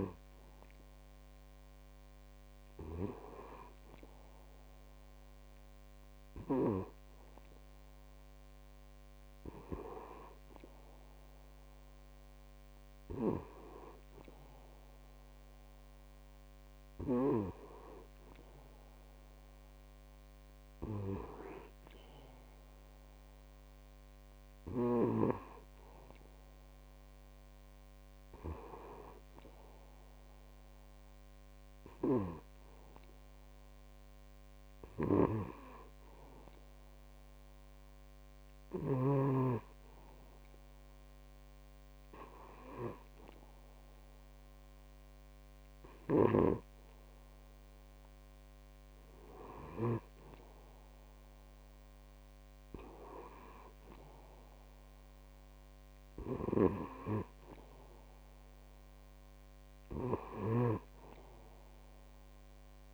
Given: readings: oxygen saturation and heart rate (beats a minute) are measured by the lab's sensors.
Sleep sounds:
breathing in sleep by a microphone on the trachea; none
35.00-39.00 s: snoring (device-marked)
60.00-62.94 s: snoring (device-marked)
From the record:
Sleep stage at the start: N2 (light sleep); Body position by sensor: on the back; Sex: male

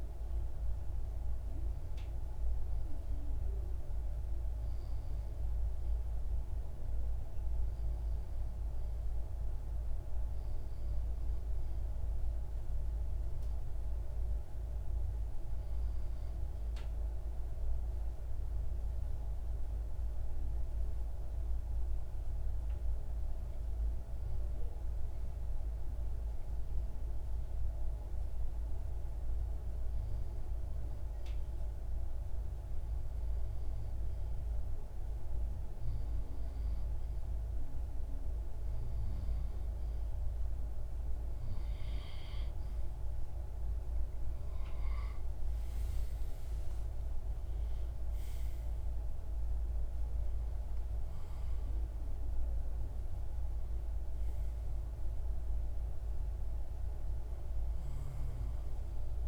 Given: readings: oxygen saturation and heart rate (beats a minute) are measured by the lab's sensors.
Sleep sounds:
breathing in sleep, hard to hear, by a room microphone; 1
12.50-38.50 s: hypopnea (oxygen 94% before, 92% lowest)
41.50-45.00 s: arousal
From the record:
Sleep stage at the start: REM sleep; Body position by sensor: on the left side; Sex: male

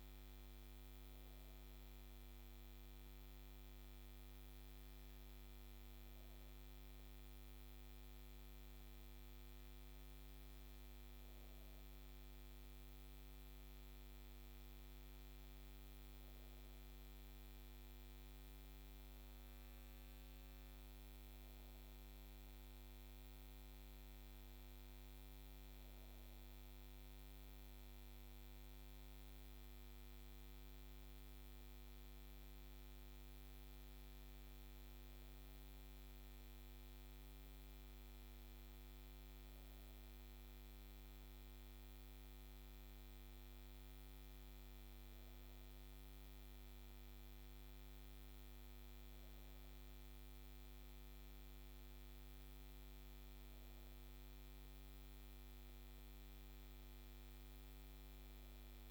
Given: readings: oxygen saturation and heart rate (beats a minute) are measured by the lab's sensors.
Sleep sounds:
breathing in sleep, hard to hear, by a microphone on the trachea; none
none scored
From the record:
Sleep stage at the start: N2 (light sleep); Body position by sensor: on the back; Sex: female

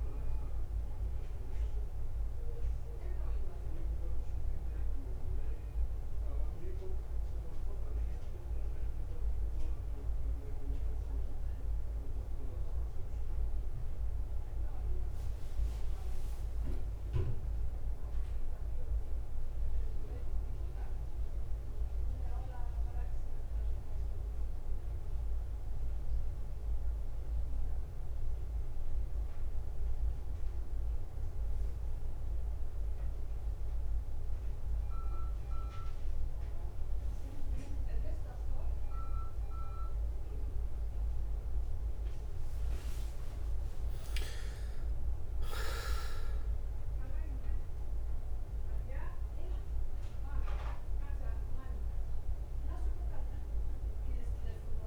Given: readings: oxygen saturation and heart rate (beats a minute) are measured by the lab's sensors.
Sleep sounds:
breathing in sleep by a room microphone; 1
0.00-54.87 s: bradycardia (device-marked, heart rate 51 extreme)
19.00-22.50 s: arousal
25.00-35.50 s: hypopnea (oxygen 97% before, 94% lowest, heart rate 56 before, 55 extreme, up 0 after)
38.00-41.50 s: arousal
From the record:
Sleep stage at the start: N1 (lightest sleep); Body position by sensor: on the back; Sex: male

